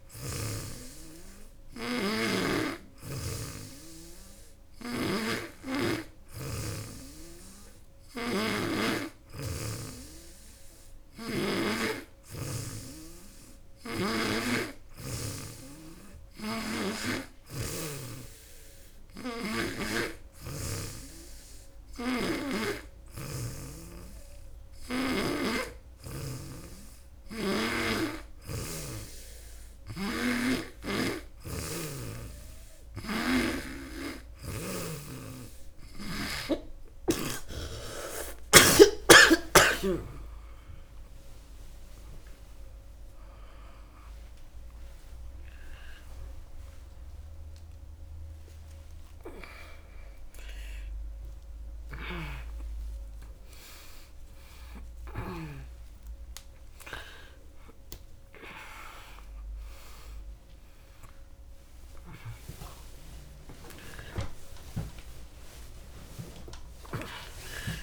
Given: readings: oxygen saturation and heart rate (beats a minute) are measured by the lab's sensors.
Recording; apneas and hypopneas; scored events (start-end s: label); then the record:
a person partly awake in a sleep study, by a room microphone; none
0.00-8.50 s: snoring (device-marked)
10.50-14.00 s: snoring (device-marked)
16.00-19.50 s: snoring (device-marked)
20.00-50.00 s: new sleep stage, N2 (light sleep)
21.50-25.00 s: snoring (device-marked)
29.50-36.00 s: snoring (device-marked)
50.00-67.83 s: new sleep stage, awake
54.00-57.50 s: snoring (device-marked)
From the record:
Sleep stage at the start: N3 (deep sleep); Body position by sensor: on the back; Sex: female